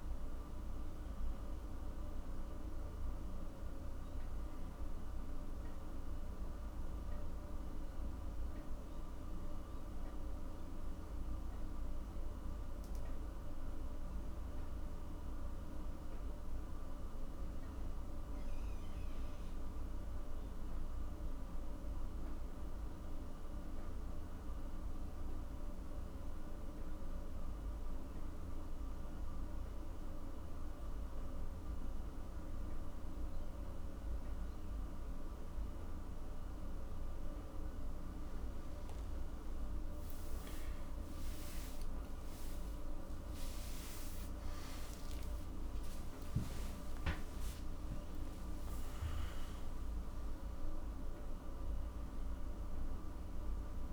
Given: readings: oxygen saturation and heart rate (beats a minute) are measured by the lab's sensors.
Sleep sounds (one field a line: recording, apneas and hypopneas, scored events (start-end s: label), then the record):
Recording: a person partly awake in a sleep study, hard to hear, by a room microphone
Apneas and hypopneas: none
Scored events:
32.50-53.93 s: new sleep stage, awake
From the record:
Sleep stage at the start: N1 (lightest sleep)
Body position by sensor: on the back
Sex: male